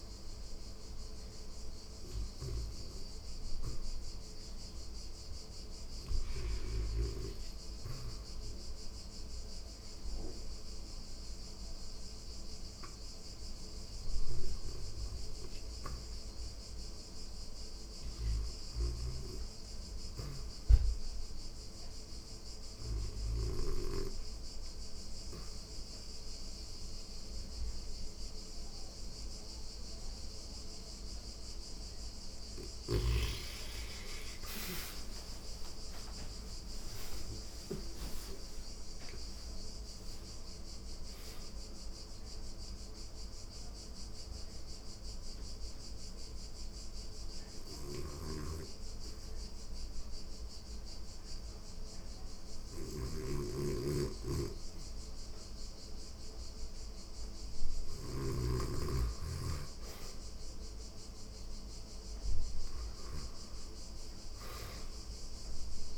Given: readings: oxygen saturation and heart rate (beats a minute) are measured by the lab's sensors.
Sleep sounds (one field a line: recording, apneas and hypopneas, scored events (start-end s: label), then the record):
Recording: breathing in sleep by a room microphone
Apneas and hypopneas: 2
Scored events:
0.00-6.00 s: oxygen desaturation (device-marked, oxygen 79% lowest, heart rate 93 extreme)
17.00-23.00 s: snoring (device-marked)
20.00-31.50 s: hypopnea (oxygen 86% before, 75% lowest, heart rate 94 before, 95 extreme, up 6 after)
21.00-31.00 s: oxygen desaturation (device-marked, oxygen 85% before, 80% lowest, heart rate 94 before, 96 extreme)
29.00-65.98 s: new sleep stage, N1 (lightest sleep)
32.50-37.00 s: arousal
41.00-50.00 s: oxygen desaturation (device-marked, oxygen 85% before, 75% lowest, heart rate 97 before, 95 extreme)
41.50-58.50 s: hypopnea (oxygen 85% before, 75% lowest, heart rate 97 before, 94 extreme, up 2 after)
46.50-57.50 s: snoring (device-marked)
59.50-64.00 s: arousal
64.00-65.98 s: oxygen desaturation (device-marked, oxygen 97% before, 87% lowest, heart rate 97 before, 92 extreme)
From the record:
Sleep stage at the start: REM sleep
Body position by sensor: on the back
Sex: female